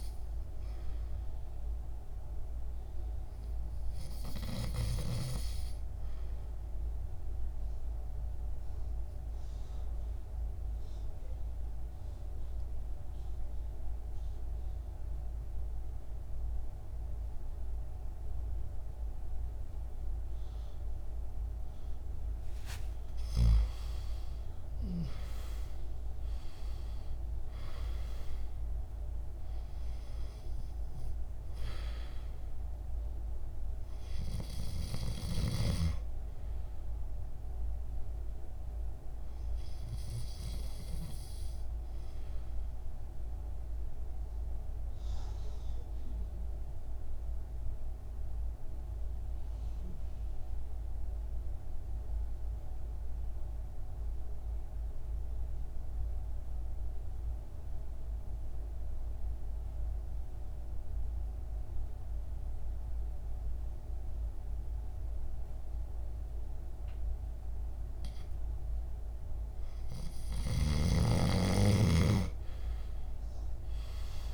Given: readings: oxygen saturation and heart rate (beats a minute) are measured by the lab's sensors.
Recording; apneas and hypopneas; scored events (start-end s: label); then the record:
breathing in sleep by a room microphone; 2
9.00-22.50 s: central apnea (oxygen 98% before, 91% lowest, heart rate 56 before, 54 extreme, up 17 after)
9.50-24.50 s: oxygen desaturation (device-marked, oxygen 98% before, 93% lowest, heart rate 56 before, 54 extreme)
24.00-29.00 s: arousal
42.00-66.50 s: mixed apnea (oxygen 94% before, 89% lowest, heart rate 63 before, 54 extreme, up 8 after)
48.50-55.50 s: oxygen desaturation (device-marked, oxygen 95% before, 91% lowest, heart rate 59 before, 56 extreme)
57.50-74.33 s: new sleep stage, N2 (light sleep)
69.00-74.33 s: arousal
From the record:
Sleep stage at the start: REM sleep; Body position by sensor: on the back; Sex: male